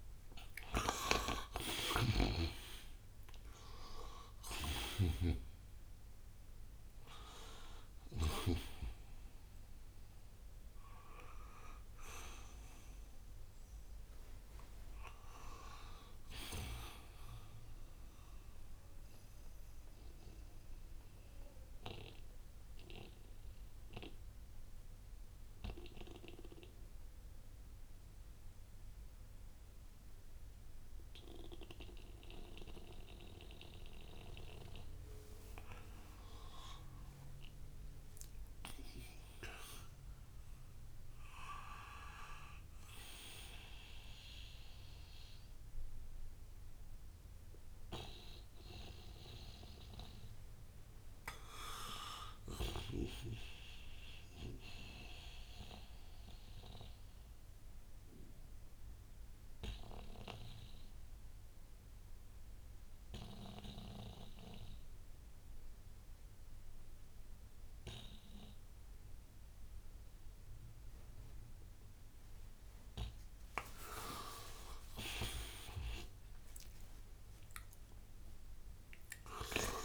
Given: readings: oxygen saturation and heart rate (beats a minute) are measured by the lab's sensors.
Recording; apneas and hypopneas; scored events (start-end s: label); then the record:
breathing in sleep by a room microphone; 2
0.00-31.00 s: oxygen desaturation (device-marked, oxygen 85% lowest, heart rate 60 extreme)
4.00-8.00 s: snoring (device-marked)
19.00-32.00 s: central apnea (oxygen 95% before, 85% lowest, heart rate 70 before, 60 extreme, up 13 after)
34.00-38.00 s: arousal
48.00-61.00 s: oxygen desaturation (device-marked, oxygen 97% before, 93% lowest, heart rate 65 before, 60 extreme)
55.00-72.00 s: hypopnea (oxygen 98% before, 87% lowest, heart rate 66 before, 60 extreme, up 35 after)
73.50-78.50 s: arousal
From the record:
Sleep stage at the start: N2 (light sleep); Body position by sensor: on the right side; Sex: male